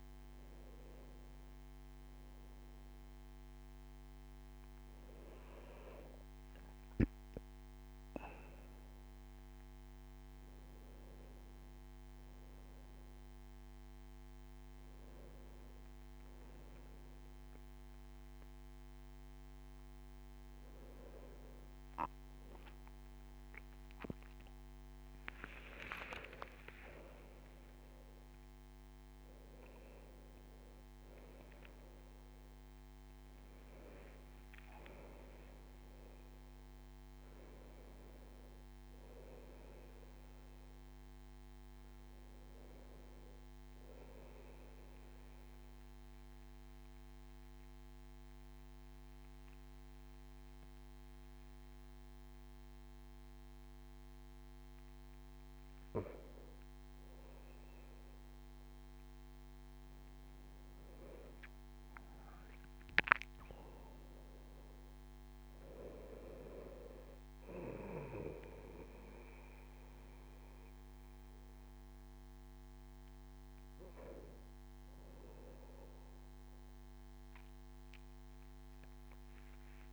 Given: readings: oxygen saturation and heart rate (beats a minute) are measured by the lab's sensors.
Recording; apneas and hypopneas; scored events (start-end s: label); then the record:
breathing in sleep by a microphone on the trachea; 1
26.00-30.50 s: arousal
40.00-79.93 s: new sleep stage, N2 (light sleep)
45.50-56.50 s: obstructive apnea (oxygen 97% before, 96% lowest)
58.00-61.50 s: arousal
From the record:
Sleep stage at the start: N1 (lightest sleep); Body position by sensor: on the right side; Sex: male